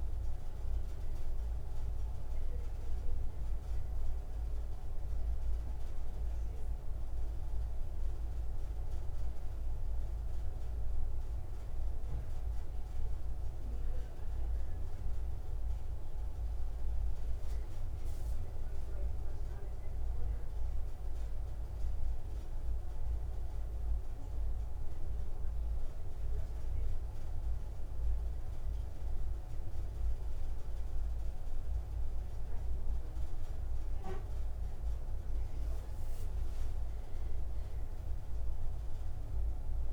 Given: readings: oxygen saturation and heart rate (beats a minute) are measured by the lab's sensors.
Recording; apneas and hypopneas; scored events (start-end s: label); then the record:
breathing in sleep, hard to hear, by a room microphone; none
0.00-11.00 s: oxygen desaturation (device-marked, oxygen 74% lowest, heart rate 69 extreme)
From the record:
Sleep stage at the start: N1 (lightest sleep); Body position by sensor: on the right side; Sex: male